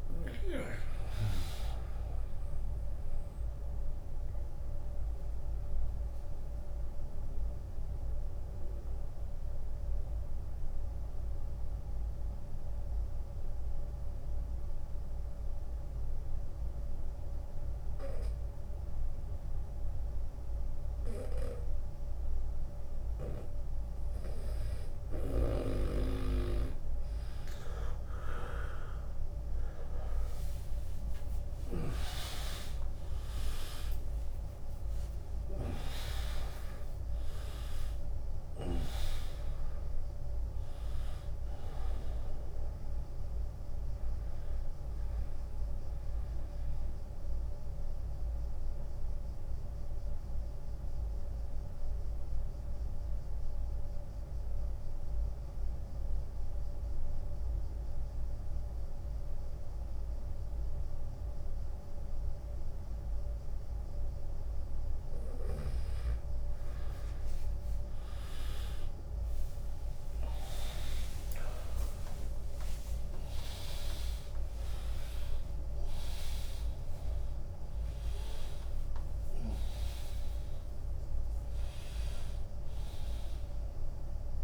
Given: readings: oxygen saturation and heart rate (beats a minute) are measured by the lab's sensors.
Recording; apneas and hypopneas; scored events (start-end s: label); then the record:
breathing in sleep by a room microphone; 2
0.00-6.00 s: oxygen desaturation (device-marked, oxygen 91% lowest, heart rate 47 extreme)
0.00-9.00 s: drop in pulse transit time (device-marked, heart rate 70 extreme)
3.50-22.50 s: mixed apnea (oxygen 100% before, 92% lowest, heart rate 72 before, 47 extreme, up 27 after)
8.00-15.00 s: bradycardia (device-marked, heart rate 74 before, 56 extreme)
9.00-11.00 s: long interval between heartbeats (device-marked, heart rate 74 before, 79 extreme)
14.00-16.00 s: long interval between heartbeats (device-marked, heart rate 72 before, 47 extreme)
29.50-33.00 s: arousal
30.00-43.00 s: drop in pulse transit time (device-marked, heart rate 64 before, 66 extreme)
30.00-54.00 s: oxygen desaturation (device-marked, oxygen 100% before, 92% lowest, heart rate 64 before, 67 extreme)
44.50-63.50 s: obstructive apnea (oxygen 100% before, 92% lowest, heart rate 76 before, 67 extreme, up 26 after)
56.50-58.50 s: long interval between heartbeats (device-marked, heart rate 77 before, 72 extreme)
60.00-62.00 s: long interval between heartbeats (device-marked, heart rate 74 before, 71 extreme)
68.00-75.50 s: arousal
70.00-72.00 s: long interval between heartbeats (device-marked, heart rate 71 before, 88 extreme)
71.00-84.43 s: drop in pulse transit time (device-marked, heart rate 72 before, 70 extreme)
73.00-84.43 s: oxygen desaturation (device-marked, oxygen 100% before, 93% lowest, heart rate 74 before, 65 extreme)
From the record:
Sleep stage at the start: N2 (light sleep); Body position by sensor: on the right side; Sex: male